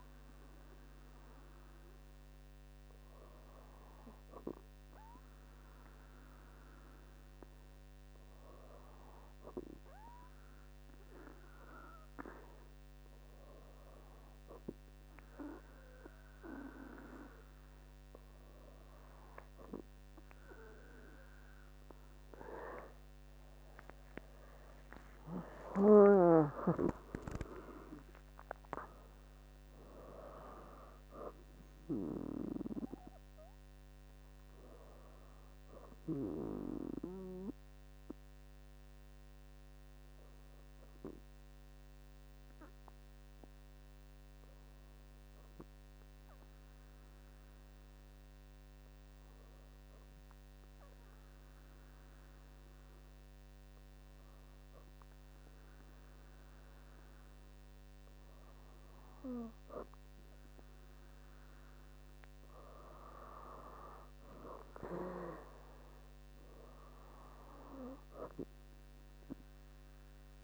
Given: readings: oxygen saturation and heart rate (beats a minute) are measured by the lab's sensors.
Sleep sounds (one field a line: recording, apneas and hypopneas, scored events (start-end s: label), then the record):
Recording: breathing in sleep by a microphone on the trachea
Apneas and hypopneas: 1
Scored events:
25.00-29.00 s: arousal
42.00-57.50 s: hypopnea (oxygen 96% before, 95% lowest, heart rate 70 before, 64 extreme, up 13 after)
59.50-62.50 s: arousal
From the record:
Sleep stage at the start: N2 (light sleep)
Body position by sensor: on the back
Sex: female